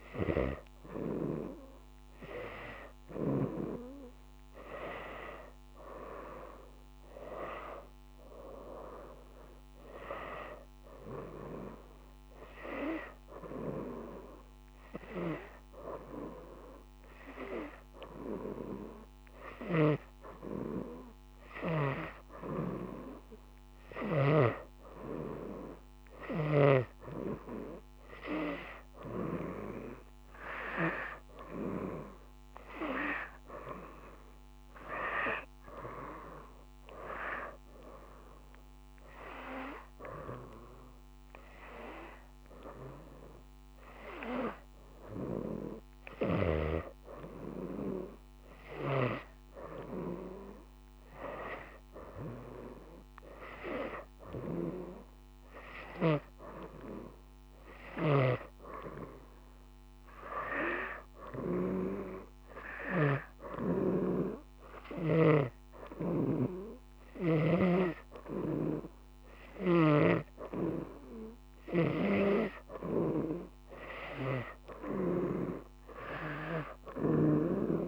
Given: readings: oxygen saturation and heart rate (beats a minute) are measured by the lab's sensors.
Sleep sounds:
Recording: breathing in sleep by a microphone on the trachea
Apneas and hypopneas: none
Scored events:
19.50-24.50 s: snoring (device-marked)
56.00-65.50 s: snoring (device-marked)
70.00-75.50 s: snoring (device-marked)
From the record:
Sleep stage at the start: N2 (light sleep)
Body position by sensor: on the right side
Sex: female

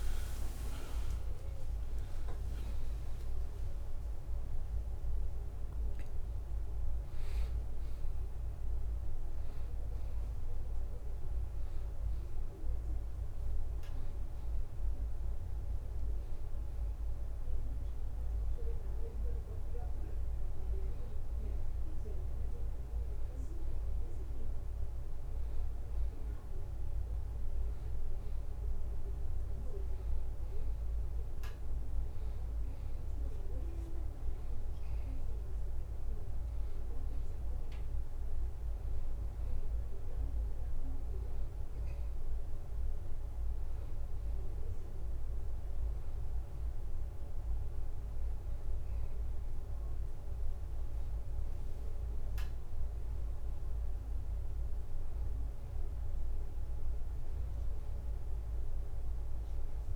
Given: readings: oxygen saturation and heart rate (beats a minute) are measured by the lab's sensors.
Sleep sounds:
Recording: a person awake in a sleep study, hard to hear, by a room microphone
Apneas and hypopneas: none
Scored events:
1.00-3.00 s: long interval between heartbeats (device-marked, heart rate 85 before, 87 extreme)
4.50-21.50 s: drop in pulse transit time (device-marked, heart rate 86 before, 78 extreme)
8.00-10.00 s: long interval between heartbeats (device-marked, heart rate 84 before, 80 extreme)
8.50-15.50 s: oxygen desaturation (device-marked, oxygen 96% before, 91% lowest, heart rate 84 before, 82 extreme)
34.50-59.96 s: new sleep stage, N1 (lightest sleep)
From the record:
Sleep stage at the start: awake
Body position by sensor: on the back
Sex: male

